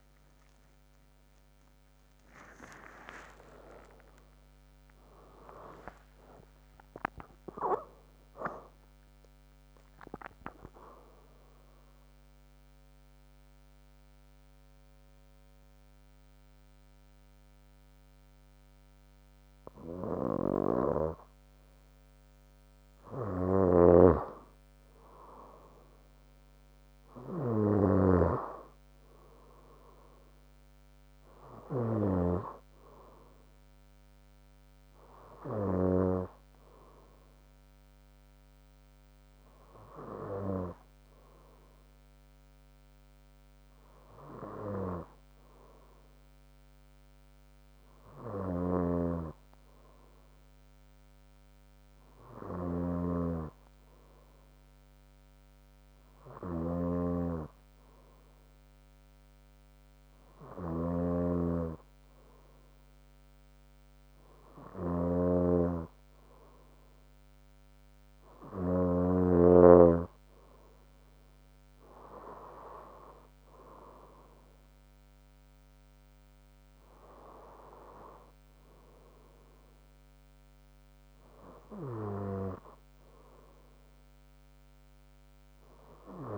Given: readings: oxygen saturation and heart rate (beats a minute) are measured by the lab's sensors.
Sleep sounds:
breathing in sleep by a microphone on the trachea; none
0.00-6.00 s: arousal
4.50-6.50 s: long interval between heartbeats (device-marked, heart rate 71 before, 85 extreme)
9.00-11.00 s: long interval between heartbeats (device-marked, heart rate 77 before, 94 extreme)
14.50-20.50 s: bradycardia (device-marked, heart rate 63 before, 57 extreme)
24.00-32.50 s: snoring (device-marked)
31.50-46.50 s: bradycardia (device-marked, heart rate 63 before, 55 extreme)
49.00-53.50 s: snoring (device-marked)
52.50-62.50 s: bradycardia (device-marked, heart rate 63 before, 58 extreme)
61.00-69.50 s: snoring (device-marked)
73.50-86.38 s: bradycardia (device-marked, heart rate 62 before, 55 extreme)
From the record:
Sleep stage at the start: N2 (light sleep); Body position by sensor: on the front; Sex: female

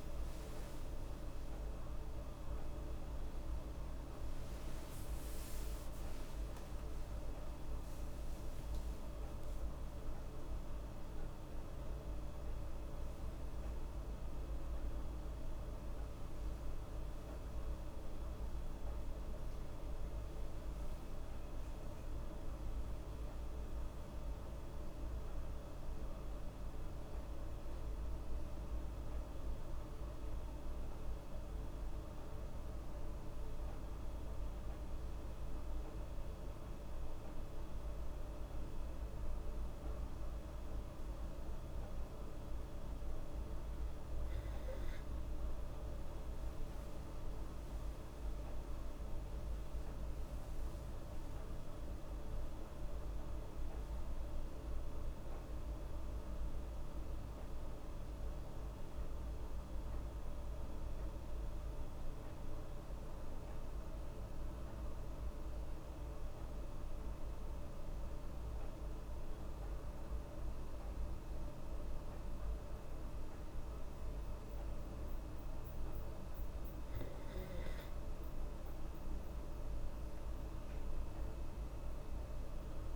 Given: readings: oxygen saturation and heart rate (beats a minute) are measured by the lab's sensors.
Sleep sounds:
a person partly awake in a sleep study, hard to hear, by a room microphone; 2
7.50-67.50 s: new sleep stage, N1 (lightest sleep)
24.00-38.00 s: hypopnea (oxygen 98% before, 94% lowest, heart rate 81 before, 72 extreme, up 4 after)
40.50-53.50 s: oxygen desaturation (device-marked, oxygen 97% before, 94% lowest, heart rate 74 before, 74 extreme)
46.50-51.50 s: arousal
59.00-69.00 s: hypopnea (oxygen 97% before, 94% lowest, heart rate 76 before, 74 extreme, up 3 after)
67.50-82.96 s: new sleep stage, N2 (light sleep)
74.00-79.00 s: arousal
From the record:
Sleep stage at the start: awake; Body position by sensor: on the back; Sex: female

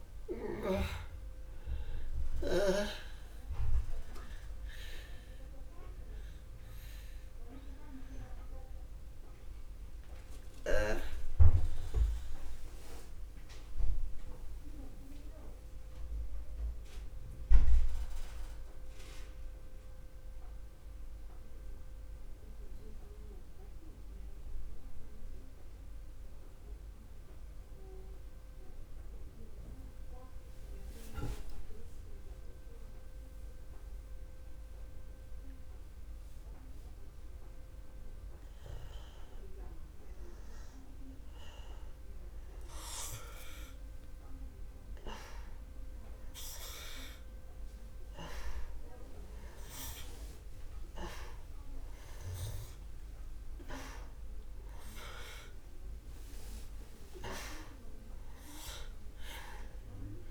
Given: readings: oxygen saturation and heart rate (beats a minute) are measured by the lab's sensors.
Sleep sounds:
breathing in sleep by a room microphone; 1
0.00-32.00 s: oxygen desaturation (device-marked, oxygen 83% lowest, heart rate 52 extreme)
3.50-39.50 s: obstructive apnea (oxygen 98% before, 83% lowest, heart rate 58 before, 52 extreme, up 0 after)
43.00-48.00 s: arousal
50.00-60.31 s: oxygen desaturation (device-marked, oxygen 98% before, 88% lowest, heart rate 61 before, 52 extreme)
From the record:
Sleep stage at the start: N2 (light sleep); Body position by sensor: on the back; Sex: male

